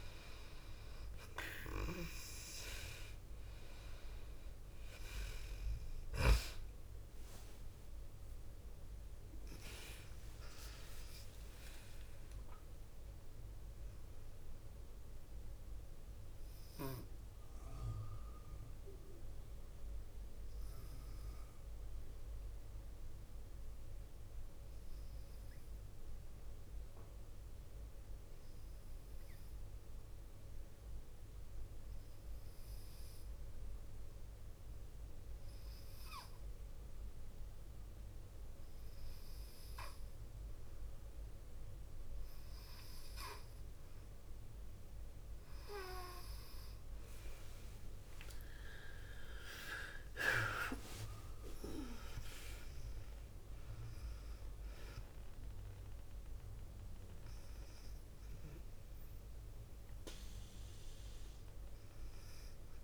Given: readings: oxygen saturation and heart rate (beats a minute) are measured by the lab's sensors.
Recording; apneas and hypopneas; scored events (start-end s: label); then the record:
breathing in sleep by a room microphone; 1
1.00-31.00 s: oxygen desaturation (device-marked, oxygen 97% before, 91% lowest, heart rate 52 before, 47 extreme)
6.50-11.00 s: arousal
16.50-37.00 s: hypopnea (oxygen 97% before, 91% lowest, heart rate 57 before, 47 extreme, up 3 after)
47.00-51.50 s: arousal
From the record:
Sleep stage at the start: N2 (light sleep); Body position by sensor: on the left side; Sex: female